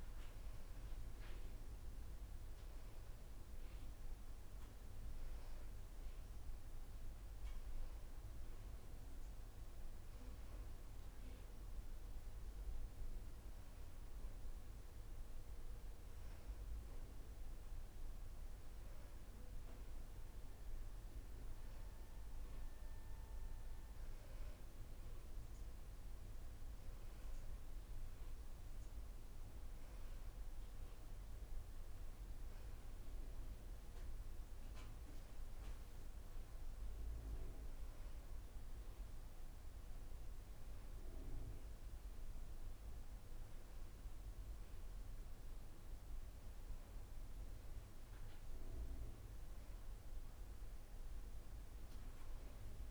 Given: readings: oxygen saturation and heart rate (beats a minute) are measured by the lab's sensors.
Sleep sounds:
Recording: a person partly awake in a sleep study, hard to hear, by a room microphone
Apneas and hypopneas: none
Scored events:
5.00-52.91 s: new sleep stage, N1 (lightest sleep)
From the record:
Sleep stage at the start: awake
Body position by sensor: on the back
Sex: female

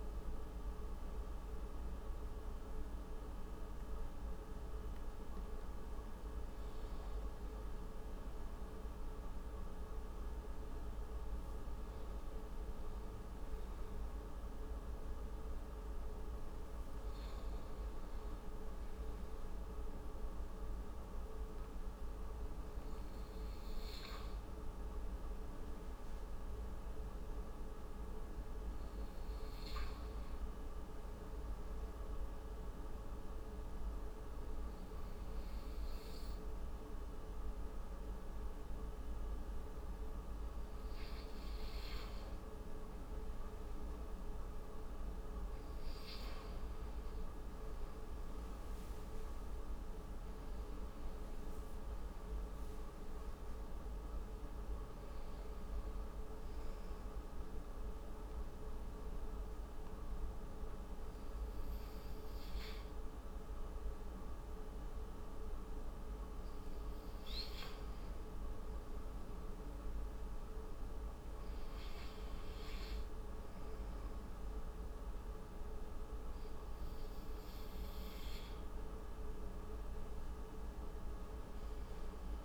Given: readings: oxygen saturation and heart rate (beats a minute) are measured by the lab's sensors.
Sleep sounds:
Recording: breathing in sleep, hard to hear, by a room microphone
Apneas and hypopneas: 2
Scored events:
32.00-42.00 s: obstructive apnea (oxygen 96% before, 92% lowest)
45.50-48.50 s: arousal
56.50-67.00 s: hypopnea (oxygen 96% before, 92% lowest)
69.50-73.00 s: arousal
71.00-82.44 s: oxygen desaturation (device-marked, oxygen 97% before, 94% lowest)
From the record:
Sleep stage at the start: N2 (light sleep)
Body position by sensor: on the right side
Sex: male

